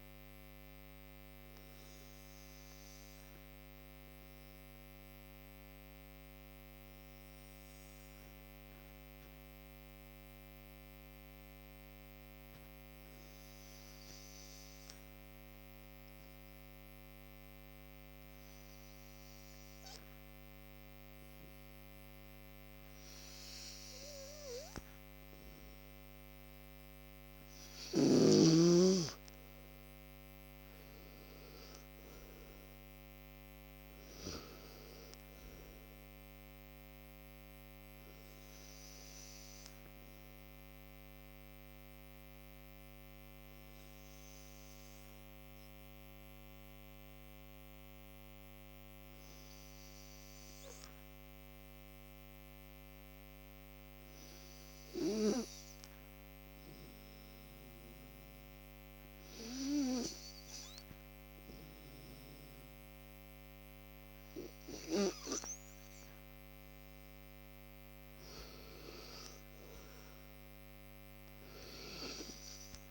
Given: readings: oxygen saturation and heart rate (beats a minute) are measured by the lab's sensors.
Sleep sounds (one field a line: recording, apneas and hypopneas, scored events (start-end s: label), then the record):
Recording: breathing in sleep by a microphone on the trachea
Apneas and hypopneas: 2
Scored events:
0.00-21.00 s: oxygen desaturation (device-marked, oxygen 90% lowest, heart rate 56 extreme)
1.00-27.00 s: obstructive apnea (oxygen 95% before, 86% lowest, heart rate 65 before, 56 extreme, up 23 after)
30.00-32.50 s: arousal
30.00-51.00 s: oxygen desaturation (device-marked, oxygen 99% before, 86% lowest, heart rate 61 before, 56 extreme)
38.00-65.00 s: obstructive apnea (oxygen 99% before, 86% lowest, heart rate 67 before, 56 extreme, up 23 after)
64.00-72.91 s: oxygen desaturation (device-marked, oxygen 97% before, 87% lowest, heart rate 58 before, 55 extreme)
69.00-71.50 s: arousal
From the record:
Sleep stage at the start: N2 (light sleep)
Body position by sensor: on the right side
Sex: male